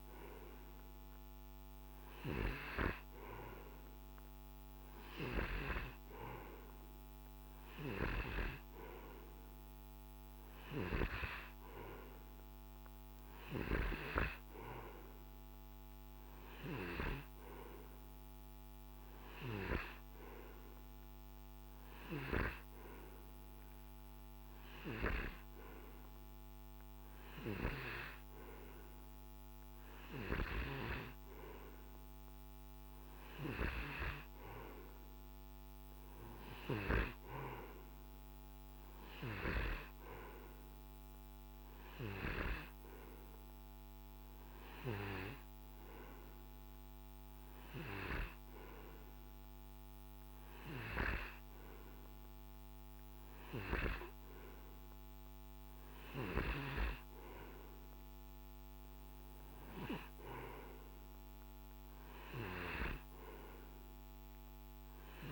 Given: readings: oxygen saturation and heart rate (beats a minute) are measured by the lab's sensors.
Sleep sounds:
breathing in sleep by a microphone on the trachea; none
none scored
From the record:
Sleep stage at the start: N2 (light sleep); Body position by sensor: on the right side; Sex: male

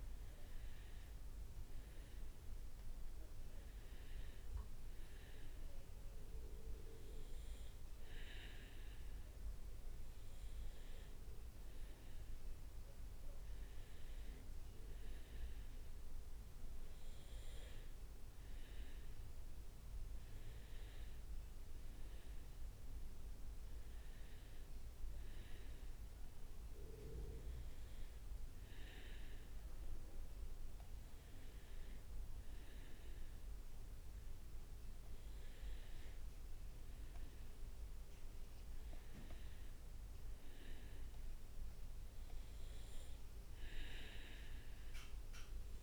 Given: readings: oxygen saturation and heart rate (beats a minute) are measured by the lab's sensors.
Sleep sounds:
breathing in sleep, hard to hear, by a room microphone; none
none scored
From the record:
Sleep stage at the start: N2 (light sleep); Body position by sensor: on the right side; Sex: male

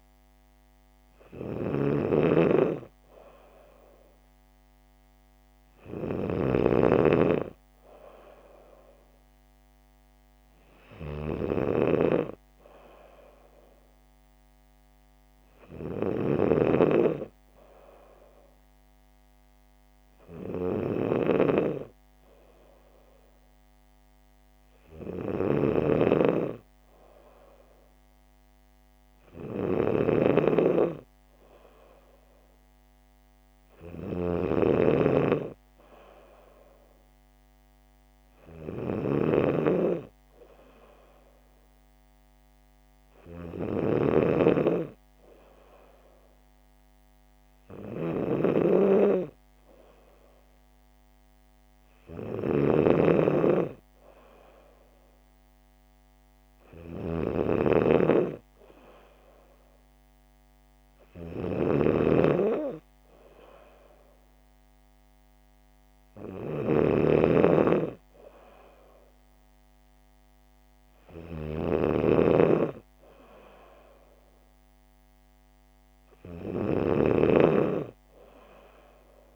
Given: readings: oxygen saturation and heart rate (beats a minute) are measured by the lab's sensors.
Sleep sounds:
breathing in sleep by a microphone on the trachea; none
0.00-79.36 s: snoring (device-marked)
From the record:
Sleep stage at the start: N3 (deep sleep); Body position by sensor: on the back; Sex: female

